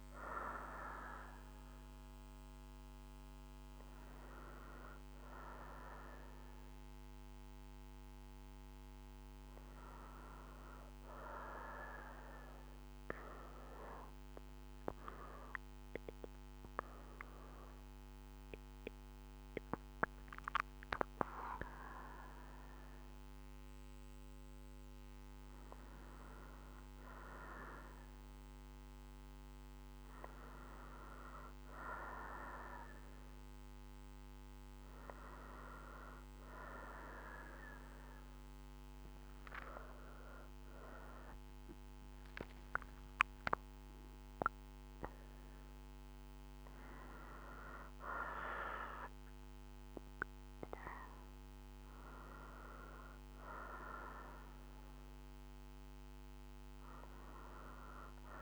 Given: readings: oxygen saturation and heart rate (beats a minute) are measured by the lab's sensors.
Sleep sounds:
breathing in sleep by a microphone on the trachea; none
38.50-42.50 s: arousal
From the record:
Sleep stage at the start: N2 (light sleep); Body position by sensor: on the right side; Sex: female

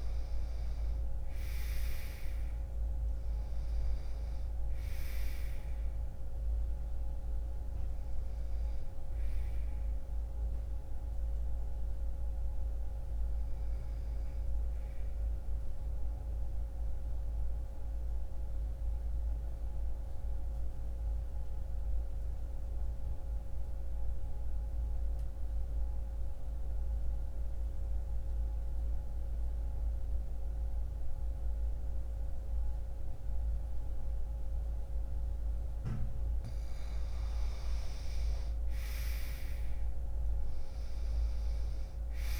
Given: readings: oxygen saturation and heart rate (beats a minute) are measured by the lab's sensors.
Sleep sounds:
breathing in sleep, hard to hear, by a room microphone; 1
0.00-1.50 s: arousal
0.00-25.00 s: oxygen desaturation (device-marked, oxygen 86% lowest, heart rate 59 extreme)
15.50-34.00 s: obstructive apnea (oxygen 95% before, 84% lowest, heart rate 60 before, 60 extreme, up 1 after)
37.00-41.50 s: arousal
39.00-42.40 s: oxygen desaturation (device-marked, oxygen 97% before, 84% lowest, heart rate 61 before, 60 extreme)
From the record:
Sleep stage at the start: N2 (light sleep); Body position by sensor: on the right side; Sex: male

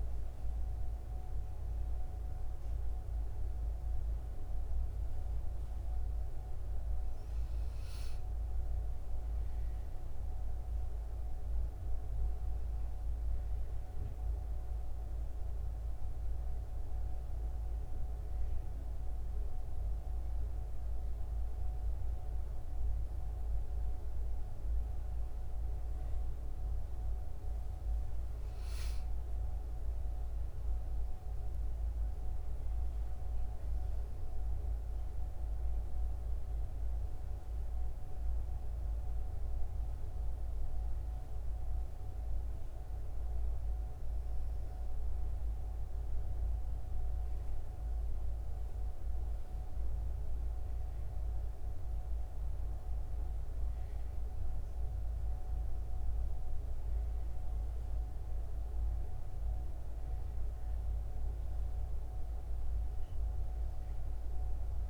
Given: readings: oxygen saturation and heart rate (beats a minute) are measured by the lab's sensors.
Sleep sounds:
a person awake in a sleep study, hard to hear, by a room microphone; none
none scored
From the record:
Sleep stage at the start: awake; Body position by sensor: on the back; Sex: female

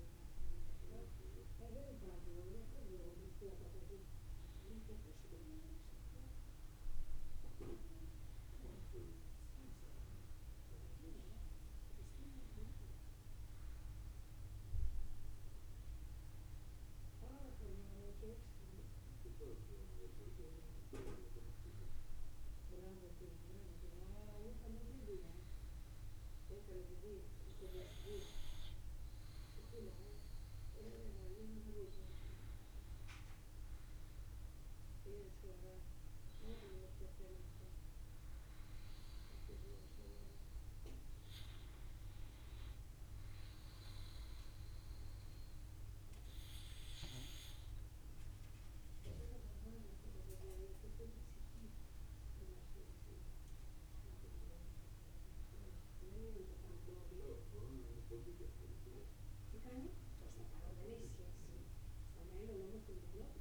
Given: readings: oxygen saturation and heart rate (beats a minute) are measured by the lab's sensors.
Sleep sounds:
breathing in sleep by a room microphone; none
none scored
From the record:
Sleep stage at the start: N2 (light sleep); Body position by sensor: on the back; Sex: male

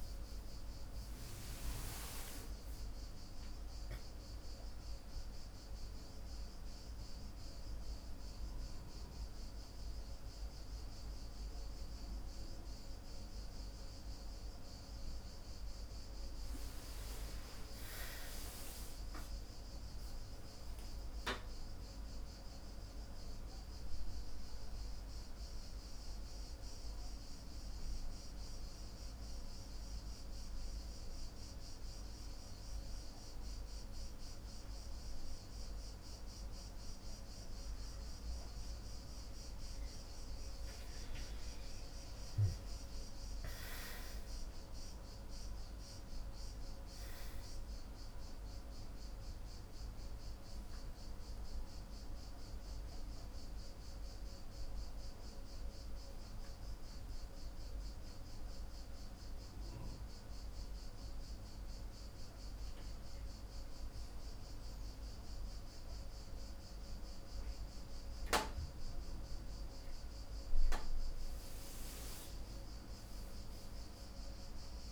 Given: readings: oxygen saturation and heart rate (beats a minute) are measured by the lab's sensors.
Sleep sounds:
a person partly awake in a sleep study, hard to hear, by a room microphone; 2
5.50-65.50 s: new sleep stage, N1 (lightest sleep)
26.00-37.00 s: central apnea (oxygen 97% before, 93% lowest, heart rate 66 before, 54 extreme, up 5 after)
42.00-47.00 s: arousal
45.50-59.50 s: oxygen desaturation (device-marked, oxygen 97% before, 93% lowest, heart rate 57 before, 55 extreme)
53.50-63.50 s: obstructive apnea (oxygen 97% before, 93% lowest, heart rate 58 before, 55 extreme, up 3 after)
65.50-74.92 s: new sleep stage, N2 (light sleep)
68.00-72.50 s: arousal
From the record:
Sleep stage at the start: awake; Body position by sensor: on the back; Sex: male

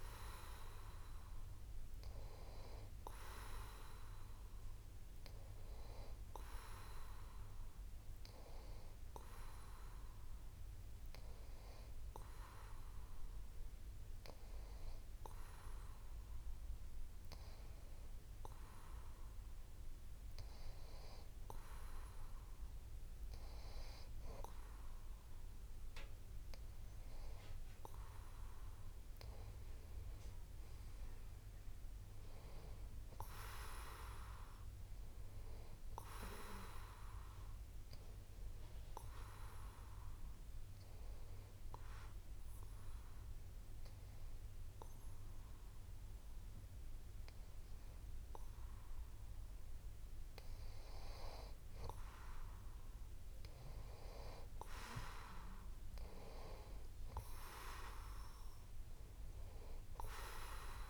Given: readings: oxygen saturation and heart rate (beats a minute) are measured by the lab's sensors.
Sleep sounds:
breathing in sleep by a room microphone; 1
30.00-33.50 s: arousal
38.50-51.00 s: hypopnea (oxygen 92% before, 91% lowest)
53.00-55.50 s: arousal
From the record:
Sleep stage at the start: N2 (light sleep); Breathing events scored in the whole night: 292 in 6.1 hours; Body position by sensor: on the back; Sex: male

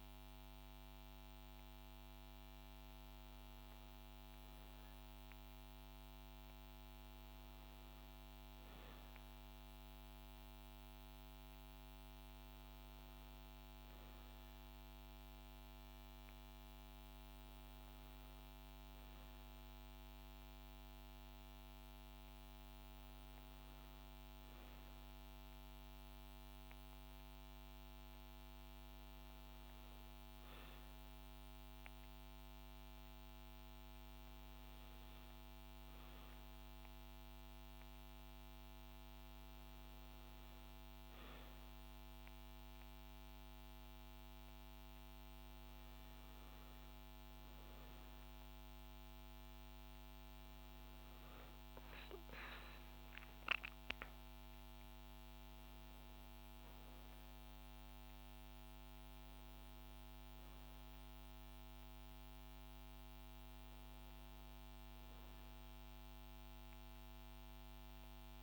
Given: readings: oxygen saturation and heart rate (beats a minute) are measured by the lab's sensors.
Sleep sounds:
breathing in sleep, hard to hear, by a microphone on the trachea; none
none scored
From the record:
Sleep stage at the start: N1 (lightest sleep); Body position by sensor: on the back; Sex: female

